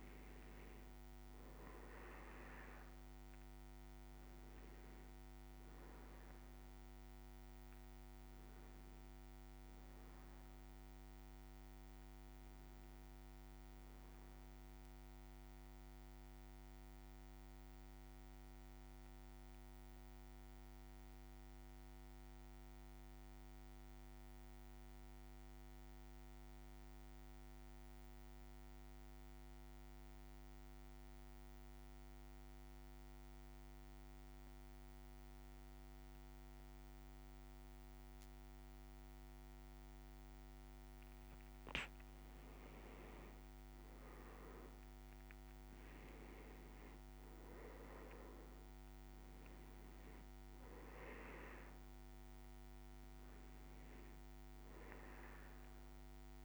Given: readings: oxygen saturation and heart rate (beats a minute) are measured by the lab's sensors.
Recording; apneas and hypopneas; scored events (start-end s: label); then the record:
breathing in sleep, hard to hear, by a microphone on the trachea; 1
0.00-26.50 s: oxygen desaturation (device-marked, oxygen 92% lowest, heart rate 52 extreme)
15.00-40.50 s: mixed apnea (oxygen 99% before, 91% lowest, heart rate 56 before, 52 extreme, up 4 after)
42.50-46.50 s: arousal
44.50-56.45 s: oxygen desaturation (device-marked, oxygen 99% before, 91% lowest, heart rate 55 before, 52 extreme)
From the record:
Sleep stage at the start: REM sleep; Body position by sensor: on the back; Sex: male